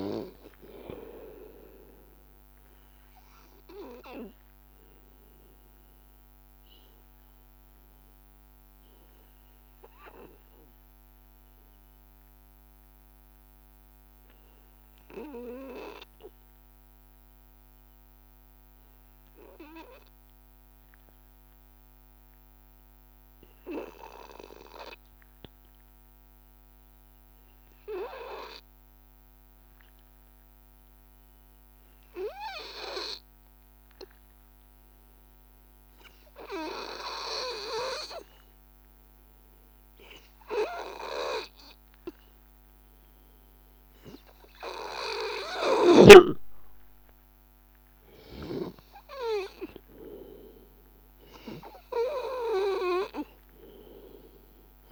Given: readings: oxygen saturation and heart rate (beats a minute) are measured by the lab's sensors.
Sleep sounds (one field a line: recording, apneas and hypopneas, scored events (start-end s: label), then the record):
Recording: breathing in sleep by a microphone on the trachea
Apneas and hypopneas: 1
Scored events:
0.00-15.00 s: oxygen desaturation (device-marked, oxygen 88% lowest, heart rate 82 extreme)
6.00-45.50 s: hypopnea (oxygen 95% before, 89% lowest, heart rate 85 before, 79 extreme, up 4 after)
28.00-54.92 s: oxygen desaturation (device-marked, oxygen 99% before, 91% lowest, heart rate 83 before, 79 extreme)
33.50-35.50 s: long interval between heartbeats (device-marked, heart rate 83 before, 82 extreme)
47.00-50.50 s: arousal
From the record:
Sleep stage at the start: N2 (light sleep)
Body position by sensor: on the back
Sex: male